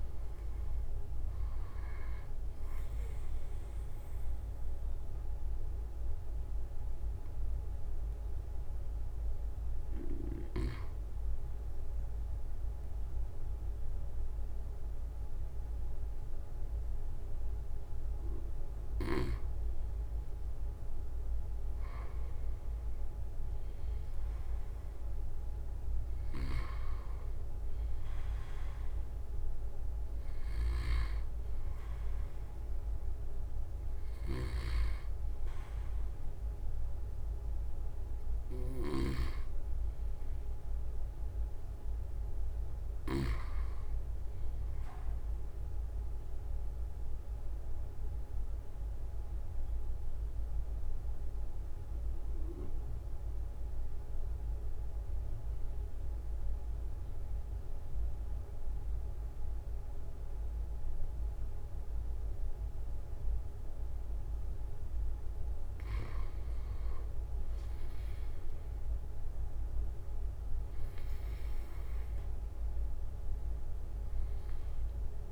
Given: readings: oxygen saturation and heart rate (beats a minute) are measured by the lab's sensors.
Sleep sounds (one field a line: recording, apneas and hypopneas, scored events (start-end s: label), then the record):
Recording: breathing in sleep by a room microphone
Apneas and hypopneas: 2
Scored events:
3.00-5.00 s: long interval between heartbeats (device-marked, heart rate 43 before, 39 extreme)
4.00-19.00 s: obstructive apnea (oxygen 96% before, 93% lowest, heart rate 43 before, 43 extreme, up 2 after)
22.50-27.50 s: arousal
26.00-39.00 s: snoring (device-marked)
36.50-38.50 s: long interval between heartbeats (device-marked, heart rate 47 before, 46 extreme)
42.00-45.00 s: arousal
47.50-65.50 s: obstructive apnea (oxygen 96% before, 91% lowest, heart rate 48 before, 38 extreme, up 4 after)
65.50-67.50 s: long interval between heartbeats (device-marked, heart rate 46 before, 49 extreme)
70.50-75.32 s: new sleep stage, awake
71.50-73.50 s: long interval between heartbeats (device-marked, heart rate 45 before, 42 extreme)
From the record:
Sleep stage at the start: N2 (light sleep)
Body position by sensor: on the right side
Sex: male